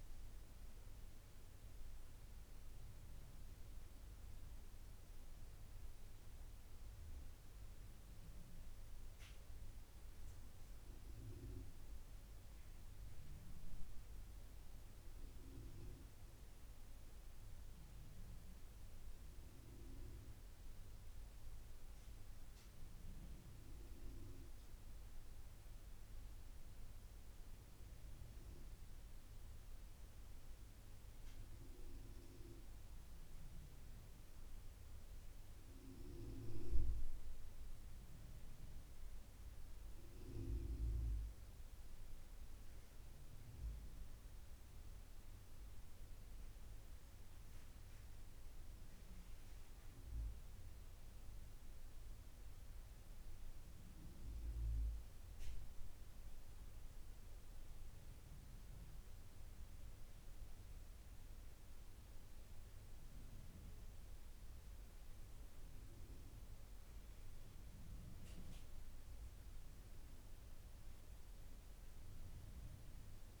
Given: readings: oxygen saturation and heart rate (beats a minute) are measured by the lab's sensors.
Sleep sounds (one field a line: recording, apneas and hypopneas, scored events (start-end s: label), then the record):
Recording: breathing in sleep, hard to hear, by a room microphone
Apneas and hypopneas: none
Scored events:
66.00-73.40 s: new sleep stage, N2 (light sleep)
From the record:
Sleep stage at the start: N1 (lightest sleep)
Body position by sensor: on the back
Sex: male